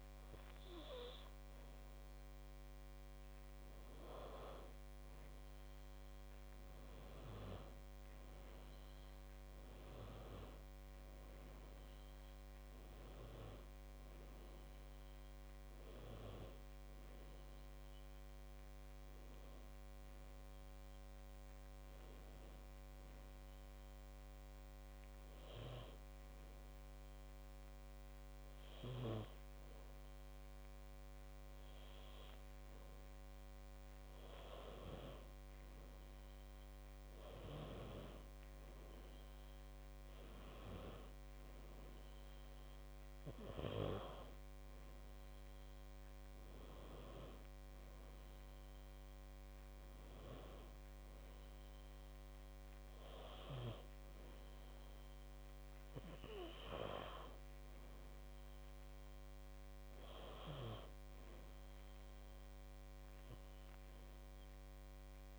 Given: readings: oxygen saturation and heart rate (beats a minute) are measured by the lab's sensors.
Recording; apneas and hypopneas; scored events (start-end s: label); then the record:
breathing in sleep by a microphone on the trachea; none
none scored
From the record:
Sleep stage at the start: N2 (light sleep); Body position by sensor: on the back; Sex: female